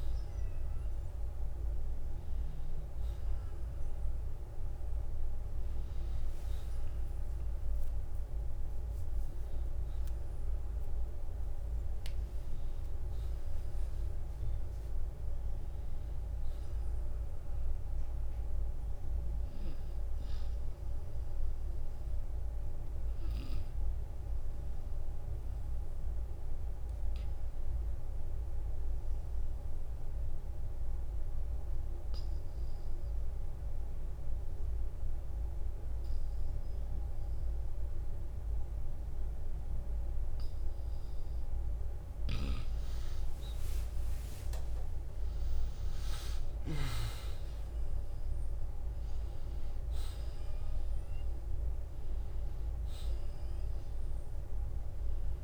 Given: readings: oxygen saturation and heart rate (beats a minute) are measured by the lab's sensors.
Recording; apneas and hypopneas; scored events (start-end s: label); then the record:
breathing in sleep, hard to hear, by a room microphone; 1
5.00-11.00 s: arousal
9.00-26.00 s: oxygen desaturation (device-marked, oxygen 92% before, 86% lowest, heart rate 61 before, 37 extreme)
17.00-19.00 s: long interval between heartbeats (device-marked, heart rate 62 before, 65 extreme)
18.00-55.44 s: new sleep stage, N2 (light sleep)
28.00-42.50 s: obstructive apnea (oxygen 96% before, 88% lowest, heart rate 55 before, 49 extreme, up 10 after)
43.50-45.50 s: long interval between heartbeats (device-marked, heart rate 49 before, 57 extreme)
46.00-50.00 s: arousal
52.00-55.44 s: oxygen desaturation (device-marked, oxygen 96% before, 92% lowest, heart rate 54 before, 52 extreme)
From the record:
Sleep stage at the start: N1 (lightest sleep); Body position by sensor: on the back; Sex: male